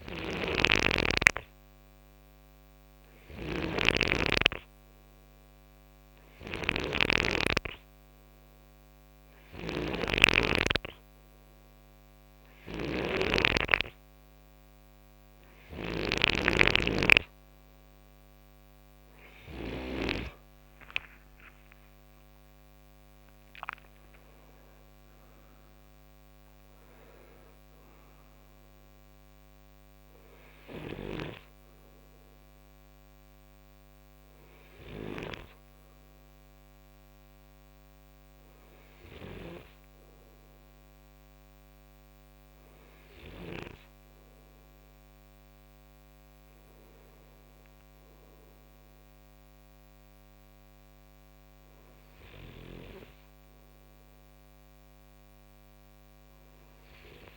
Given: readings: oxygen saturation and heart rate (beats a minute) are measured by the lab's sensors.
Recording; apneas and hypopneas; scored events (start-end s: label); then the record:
breathing in sleep by a microphone on the trachea; none
0.00-19.50 s: snoring (device-marked)
19.50-23.00 s: arousal
30.00-43.00 s: snoring (device-marked)
From the record:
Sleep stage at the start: N2 (light sleep); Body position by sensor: on the right side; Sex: male